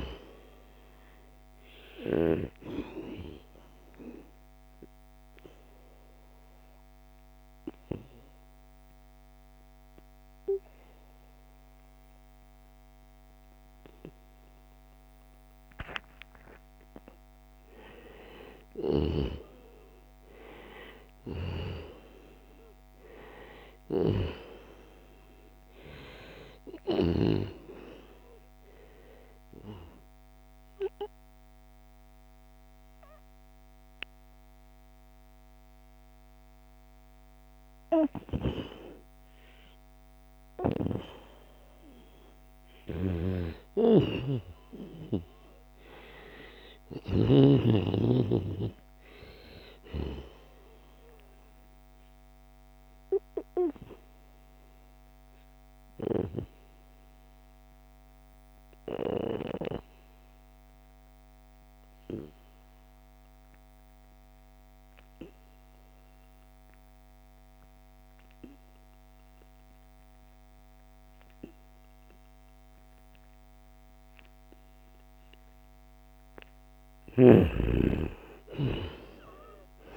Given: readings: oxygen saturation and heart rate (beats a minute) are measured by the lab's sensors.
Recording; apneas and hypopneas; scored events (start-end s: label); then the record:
breathing in sleep by a microphone on the trachea; 2
0.00-9.00 s: oxygen desaturation (device-marked, oxygen 91% lowest, heart rate 75 extreme)
4.00-16.50 s: obstructive apnea (oxygen 96% before, 91% lowest, heart rate 78 before, 74 extreme, up 8 after)
15.00-17.00 s: long interval between heartbeats (device-marked, heart rate 80 before, 84 extreme)
18.00-22.50 s: arousal
22.00-33.00 s: oxygen desaturation (device-marked, oxygen 97% before, 93% lowest, heart rate 81 before, 74 extreme)
42.50-47.00 s: snoring (device-marked)
44.50-48.00 s: arousal
51.00-75.50 s: obstructive apnea (oxygen 96% before, 88% lowest, heart rate 77 before, 69 extreme, up 5 after)
72.00-79.97 s: oxygen desaturation (device-marked, oxygen 95% before, 88% lowest, heart rate 75 before, 69 extreme)
77.00-79.97 s: arousal
From the record:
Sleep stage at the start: N2 (light sleep); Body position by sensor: on the right side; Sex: male